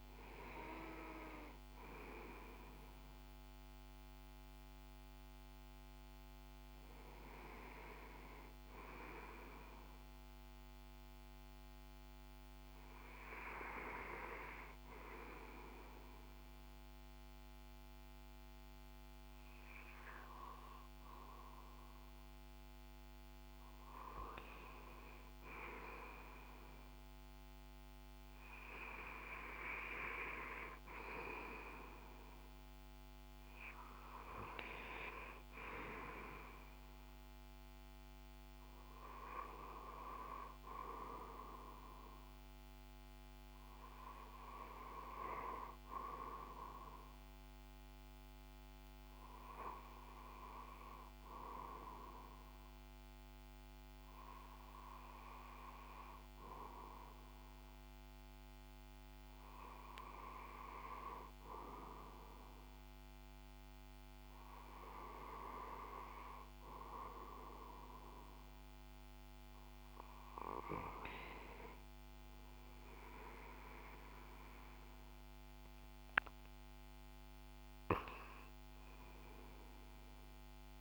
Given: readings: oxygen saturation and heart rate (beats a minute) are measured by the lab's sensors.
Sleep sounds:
breathing in sleep by a microphone on the trachea; 1
47.00-61.00 s: hypopnea (oxygen 98% before, 96% lowest, heart rate 62 before, 61 extreme, up 4 after)
65.00-69.50 s: arousal
From the record:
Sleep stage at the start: REM sleep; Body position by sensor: on the back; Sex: male

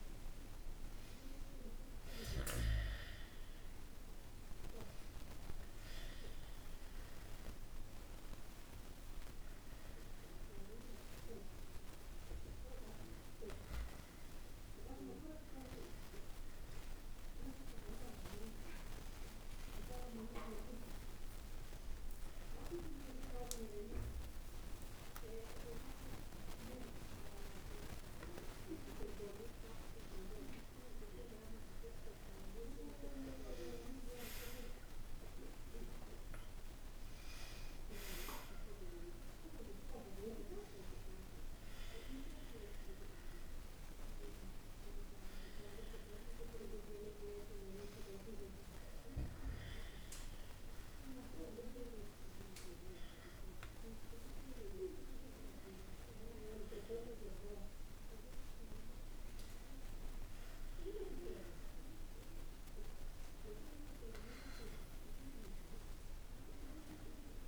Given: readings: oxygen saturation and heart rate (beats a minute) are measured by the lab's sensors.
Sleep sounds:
a person awake in a sleep study, by a room microphone; none
none scored
From the record:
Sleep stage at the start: awake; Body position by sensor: on the back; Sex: male

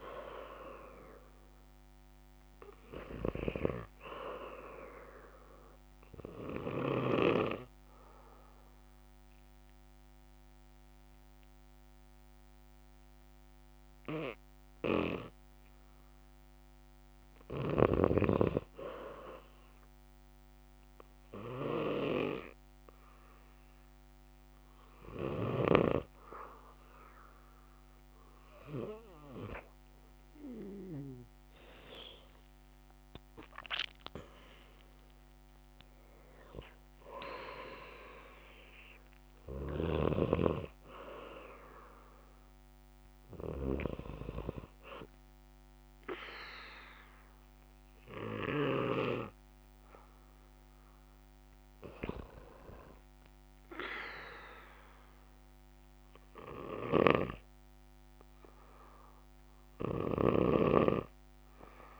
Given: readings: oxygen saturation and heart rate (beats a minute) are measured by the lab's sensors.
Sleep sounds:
breathing in sleep by a microphone on the trachea; 1
0.00-8.50 s: oxygen desaturation (device-marked, oxygen 90% lowest, heart rate 63 extreme)
6.00-17.50 s: obstructive apnea (oxygen 95% before, 91% lowest, heart rate 68 before, 63 extreme, up 5 after)
19.00-22.00 s: arousal
23.50-35.50 s: oxygen desaturation (device-marked, oxygen 95% before, 92% lowest, heart rate 68 before, 61 extreme)
57.00-62.00 s: snoring (device-marked)
61.00-62.00 s: arousal
From the record:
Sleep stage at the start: N2 (light sleep); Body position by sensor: on the back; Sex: male

